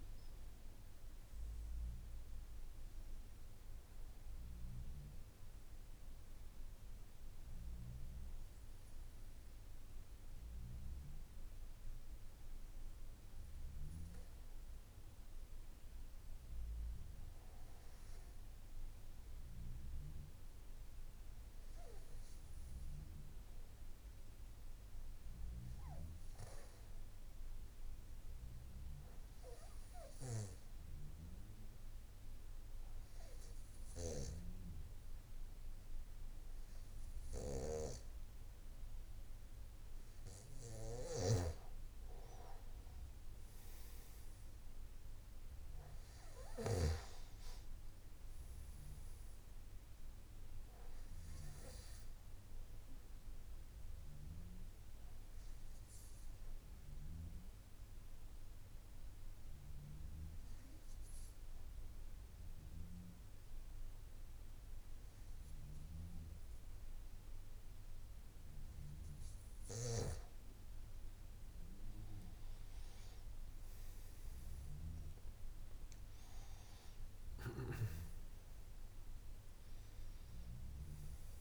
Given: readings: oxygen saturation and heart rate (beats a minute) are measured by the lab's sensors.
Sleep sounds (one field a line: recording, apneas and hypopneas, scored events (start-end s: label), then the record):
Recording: breathing in sleep by a room microphone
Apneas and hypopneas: 3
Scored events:
0.00-19.00 s: oxygen desaturation (device-marked, oxygen 89% lowest, heart rate 52 extreme)
5.00-15.00 s: obstructive apnea (oxygen 96% before, 89% lowest, heart rate 60 before, 52 extreme, up 3 after)
23.50-39.50 s: hypopnea (oxygen 98% before, 92% lowest, heart rate 55 before, 51 extreme, up 7 after)
42.00-66.00 s: oxygen desaturation (device-marked, oxygen 95% before, 92% lowest, heart rate 53 before, 51 extreme)
54.00-69.00 s: obstructive apnea (oxygen 97% before, 92% lowest, heart rate 56 before, 51 extreme, up 12 after)
From the record:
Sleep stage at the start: N2 (light sleep)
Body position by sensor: on the back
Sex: male